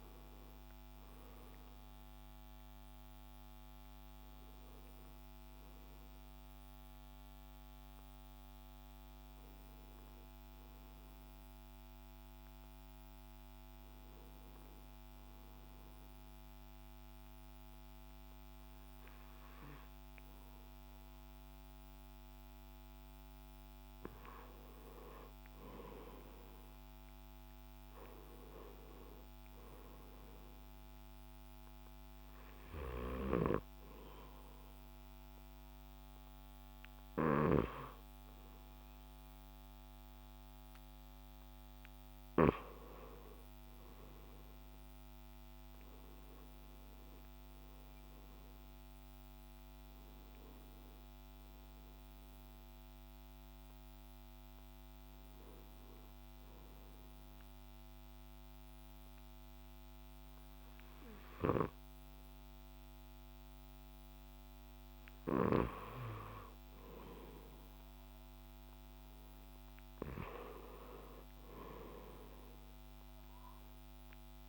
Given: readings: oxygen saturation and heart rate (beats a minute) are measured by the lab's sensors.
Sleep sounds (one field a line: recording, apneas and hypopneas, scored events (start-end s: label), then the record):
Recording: breathing in sleep by a microphone on the trachea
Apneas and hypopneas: 3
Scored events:
2.00-19.00 s: drop in pulse transit time (device-marked)
3.00-20.00 s: oxygen desaturation (device-marked, oxygen 93% before, 88% lowest)
16.00-26.00 s: obstructive apnea (oxygen 93% before, 88% lowest)
20.00-74.49 s: new sleep stage, N2 (light sleep)
27.00-29.00 s: arousal
30.50-41.50 s: hypopnea (oxygen 96% before, 88% lowest)
33.00-40.00 s: drop in pulse transit time (device-marked)
37.00-50.00 s: oxygen desaturation (device-marked, oxygen 94% before, 89% lowest)
44.00-47.50 s: arousal
56.00-67.00 s: obstructive apnea (oxygen 94% before, 88% lowest)
58.00-69.00 s: oxygen desaturation (device-marked, oxygen 94% before, 88% lowest)
69.50-72.00 s: arousal
70.00-74.49 s: drop in pulse transit time (device-marked)
From the record:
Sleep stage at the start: N1 (lightest sleep)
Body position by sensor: on the left side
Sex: male